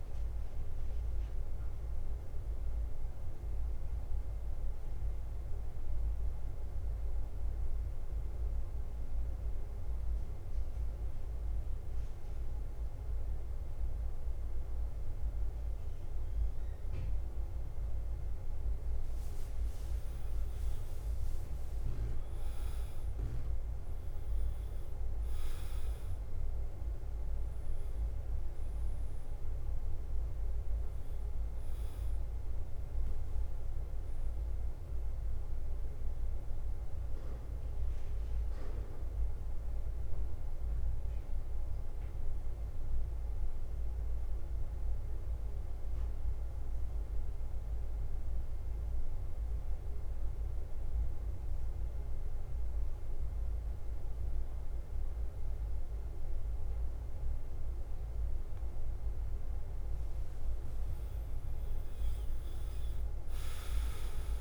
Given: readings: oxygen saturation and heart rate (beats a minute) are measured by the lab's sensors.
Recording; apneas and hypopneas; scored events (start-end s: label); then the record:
breathing in sleep, hard to hear, by a room microphone; 2
0.00-64.41 s: bradycardia (device-marked, heart rate 48 extreme)
3.00-18.00 s: obstructive apnea (oxygen 98% before, 93% lowest, heart rate 52 before, 49 extreme, up 5 after)
20.50-25.50 s: arousal
43.00-58.50 s: mixed apnea (oxygen 97% before, 93% lowest, heart rate 54 before, 49 extreme, up 6 after)
62.50-64.41 s: arousal
From the record:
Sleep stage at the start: N2 (light sleep); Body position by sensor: on the back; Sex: male